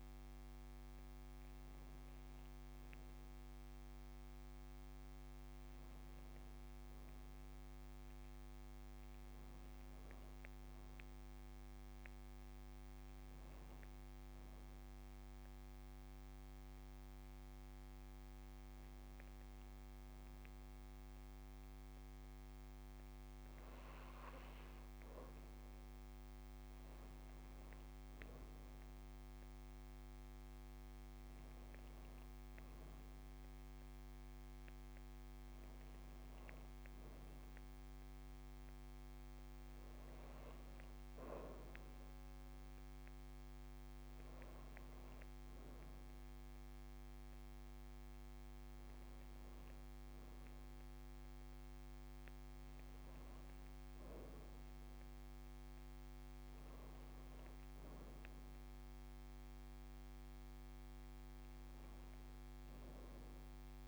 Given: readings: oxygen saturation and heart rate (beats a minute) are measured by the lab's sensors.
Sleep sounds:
breathing in sleep, hard to hear, by a microphone on the trachea; none
none scored
From the record:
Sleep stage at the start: N2 (light sleep); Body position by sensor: on the back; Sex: female

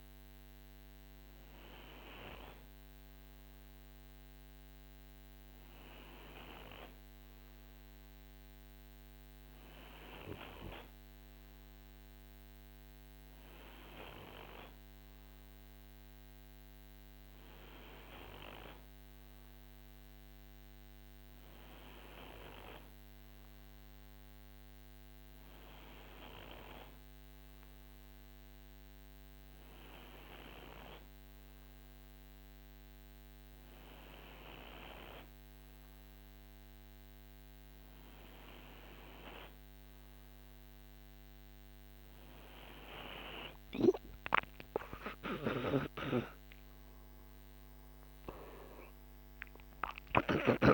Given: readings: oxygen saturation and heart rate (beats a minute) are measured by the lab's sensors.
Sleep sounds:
breathing in sleep by a microphone on the trachea; none
45.00-47.00 s: long interval between heartbeats (device-marked, heart rate 56 before, 68 extreme)
45.00-50.50 s: snoring (device-marked)
46.50-48.50 s: tachycardia (device-marked, heart rate 56 before, 89 extreme)
48.00-50.00 s: long interval between heartbeats (device-marked, heart rate 58 before, 89 extreme)
From the record:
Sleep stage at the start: N2 (light sleep); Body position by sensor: on the right side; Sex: male

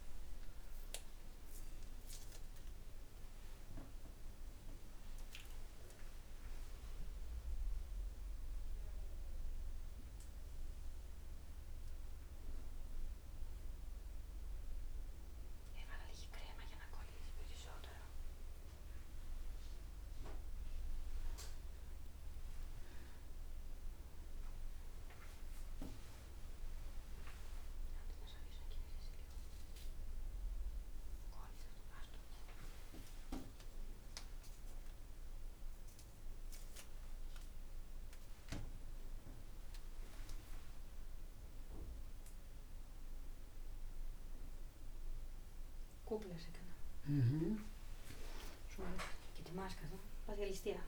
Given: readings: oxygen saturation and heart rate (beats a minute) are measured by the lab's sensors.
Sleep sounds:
a person awake in a sleep study, by a room microphone; none
none scored
From the record:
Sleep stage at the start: awake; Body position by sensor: on the back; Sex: female

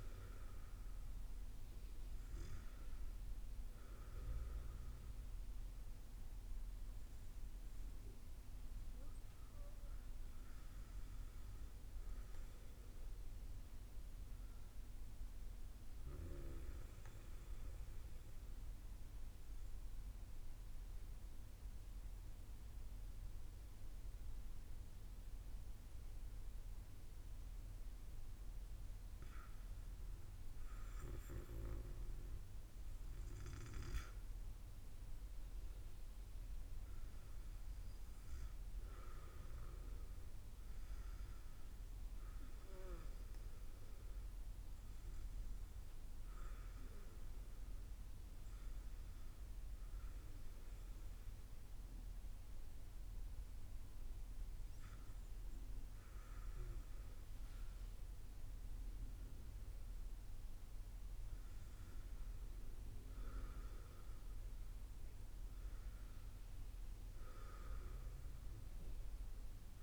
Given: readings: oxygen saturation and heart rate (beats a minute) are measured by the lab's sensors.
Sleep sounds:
breathing in sleep by a room microphone; 1
19.00-29.50 s: obstructive apnea (oxygen 97% before, 95% lowest, heart rate 82 before, 63 extreme, up 31 after)
31.50-35.00 s: arousal
31.50-69.83 s: new sleep stage, N2 (light sleep)
62.00-67.00 s: arousal
From the record:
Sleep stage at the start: REM sleep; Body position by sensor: on the back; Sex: female

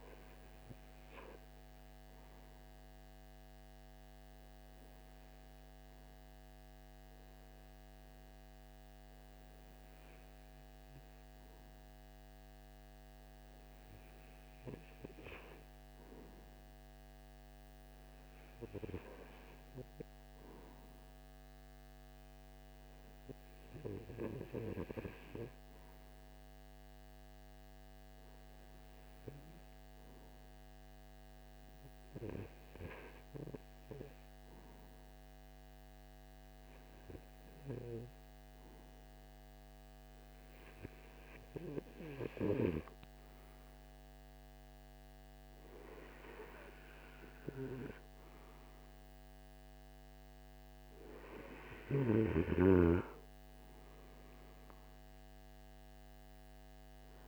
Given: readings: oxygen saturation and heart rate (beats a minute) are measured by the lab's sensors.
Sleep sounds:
breathing in sleep by a microphone on the trachea; 1
0.00-27.00 s: oxygen desaturation (device-marked, oxygen 98% before, 93% lowest)
21.00-39.50 s: hypopnea (oxygen 98% before, 93% lowest)
42.00-46.50 s: arousal
From the record:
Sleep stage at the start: REM sleep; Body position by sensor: on the front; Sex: male

